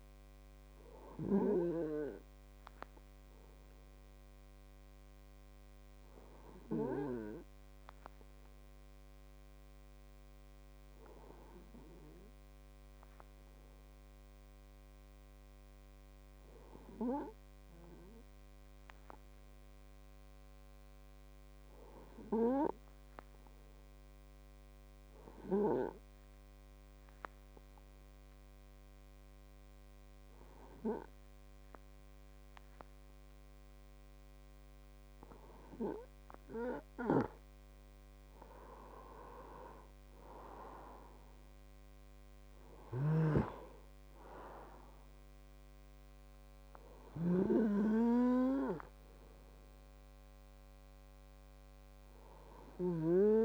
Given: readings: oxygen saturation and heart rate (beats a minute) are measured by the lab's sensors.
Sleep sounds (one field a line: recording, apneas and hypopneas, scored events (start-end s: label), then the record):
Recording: breathing in sleep by a microphone on the trachea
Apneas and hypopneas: 1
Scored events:
22.50-36.00 s: hypopnea (oxygen 98% before, 93% lowest)
38.00-41.00 s: arousal
42.00-53.45 s: oxygen desaturation (device-marked, oxygen 96% before, 93% lowest)
From the record:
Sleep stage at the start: N2 (light sleep)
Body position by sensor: on the right side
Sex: male